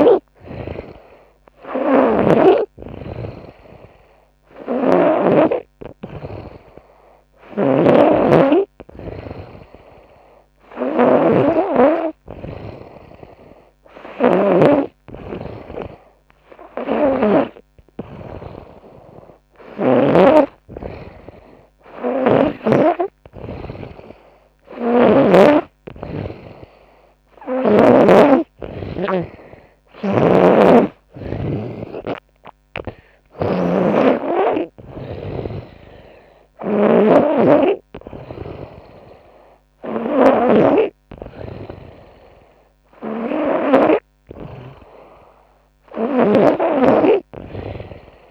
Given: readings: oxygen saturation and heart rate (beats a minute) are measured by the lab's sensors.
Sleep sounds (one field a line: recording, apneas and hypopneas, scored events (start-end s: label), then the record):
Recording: breathing in sleep by a microphone on the trachea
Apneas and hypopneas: none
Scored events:
1.00-4.50 s: snoring (device-marked)
6.50-19.50 s: snoring (device-marked)
24.00-27.50 s: snoring (device-marked)
29.50-46.00 s: snoring (device-marked)
From the record:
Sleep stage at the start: N2 (light sleep)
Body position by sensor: on the front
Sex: female